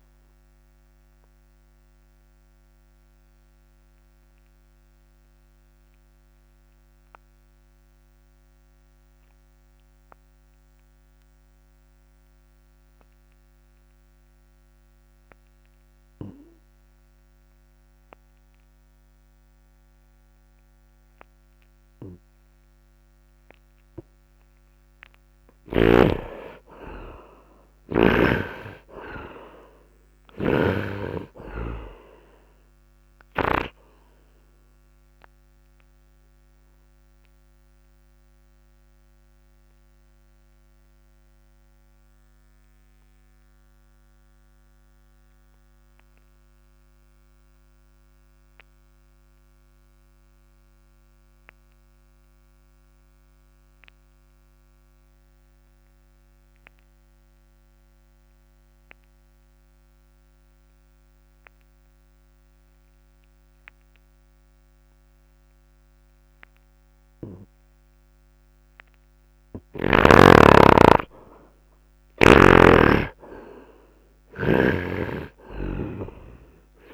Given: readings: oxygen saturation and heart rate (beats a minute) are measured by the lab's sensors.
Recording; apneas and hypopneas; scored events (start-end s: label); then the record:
breathing in sleep by a microphone on the trachea; 2
0.00-13.50 s: oxygen desaturation (device-marked, oxygen 67% lowest, heart rate 54 extreme)
2.00-24.00 s: obstructive apnea (oxygen 99% before, 66% lowest, heart rate 67 before, 54 extreme, up 3 after)
25.50-29.00 s: arousal
30.50-34.00 s: snoring (device-marked)
34.50-69.50 s: obstructive apnea (oxygen 91% before, 64% lowest, heart rate 61 before, 53 extreme, up 3 after)
35.50-57.50 s: oxygen desaturation (device-marked, oxygen 87% before, 66% lowest, heart rate 61 before, 53 extreme)
71.50-75.00 s: arousal
73.50-76.94 s: oxygen desaturation (device-marked, oxygen 84% before, 64% lowest, heart rate 58 before, 55 extreme)
From the record:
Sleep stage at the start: N2 (light sleep); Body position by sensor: upright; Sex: male